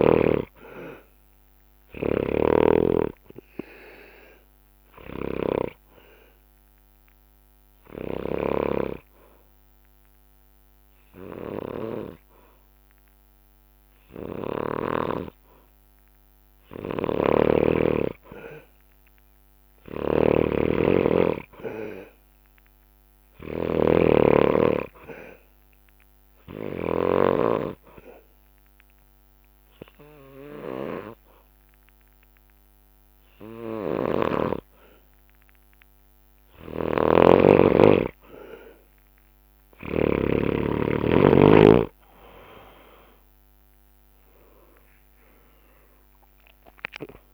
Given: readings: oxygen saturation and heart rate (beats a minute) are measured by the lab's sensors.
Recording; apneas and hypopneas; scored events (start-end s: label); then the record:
breathing in sleep by a microphone on the trachea; 2
0.00-2.00 s: snoring (device-marked)
0.00-6.50 s: drop in pulse transit time (device-marked, heart rate 61 extreme)
4.50-16.00 s: obstructive apnea (oxygen 96% before, 93% lowest, heart rate 63 before, 59 extreme, up 5 after)
8.00-14.50 s: snoring (device-marked)
16.50-27.00 s: snoring (device-marked)
19.00-22.00 s: arousal
23.50-32.50 s: drop in pulse transit time (device-marked, heart rate 65 before, 64 extreme)
24.50-34.50 s: obstructive apnea (oxygen 96% before, 90% lowest, heart rate 64 before, 57 extreme, up 7 after)
33.50-40.00 s: snoring (device-marked)
43.00-47.00 s: arousal
43.50-47.33 s: drop in pulse transit time (device-marked, heart rate 66 before, 62 extreme)
From the record:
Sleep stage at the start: N2 (light sleep); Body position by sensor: on the back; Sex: male